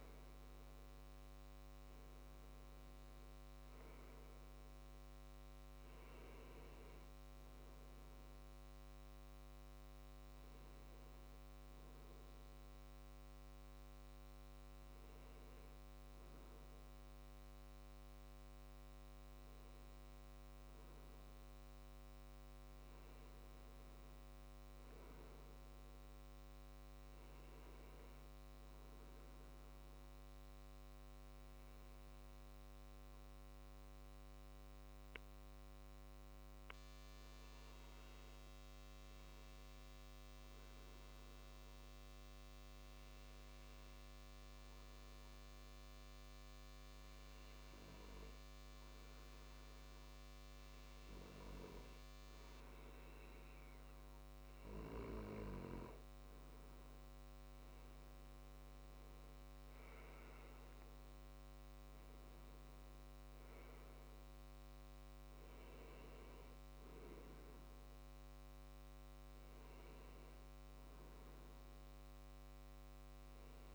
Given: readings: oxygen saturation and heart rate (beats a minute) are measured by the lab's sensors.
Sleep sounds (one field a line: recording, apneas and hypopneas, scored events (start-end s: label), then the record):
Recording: breathing in sleep, hard to hear, by a microphone on the trachea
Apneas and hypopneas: 1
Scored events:
0.00-3.50 s: arousal
31.50-52.50 s: hypopnea (oxygen 98% before, 95% lowest, heart rate 68 before, 66 extreme, up 4 after)
58.00-62.00 s: arousal
From the record:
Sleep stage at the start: N2 (light sleep)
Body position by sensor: on the left side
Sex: male